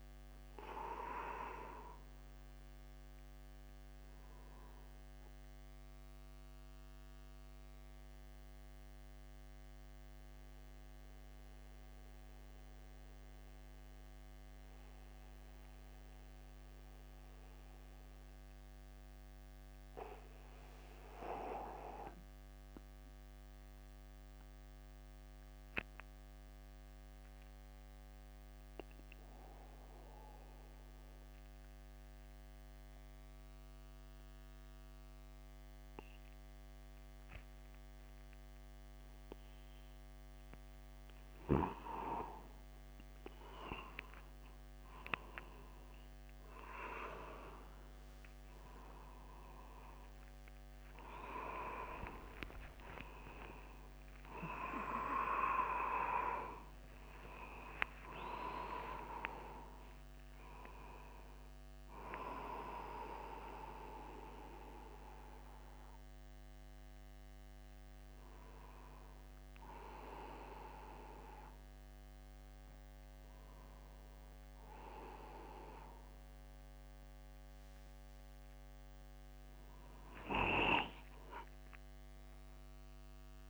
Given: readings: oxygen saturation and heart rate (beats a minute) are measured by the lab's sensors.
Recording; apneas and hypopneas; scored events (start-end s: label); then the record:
a person partly awake in a sleep study, by a microphone on the trachea; 1
0.50-4.50 s: arousal
8.00-41.00 s: mixed apnea (oxygen 96% before, 93% lowest, heart rate 63 before, 49 extreme, up 0 after)
17.00-47.00 s: new sleep stage, N2 (light sleep)
47.00-83.50 s: new sleep stage, awake
51.00-53.00 s: long interval between heartbeats (device-marked, heart rate 49 before, 65 extreme)
53.50-55.50 s: long interval between heartbeats (device-marked, heart rate 52 before, 109 extreme)
57.00-59.00 s: long interval between heartbeats (device-marked, heart rate 64 before, 119 extreme)
59.00-61.00 s: long interval between heartbeats (device-marked, heart rate 71 before, 94 extreme)
81.50-83.50 s: long interval between heartbeats (device-marked, heart rate 61 before, 69 extreme)
From the record:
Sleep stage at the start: N1 (lightest sleep); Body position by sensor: upright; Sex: male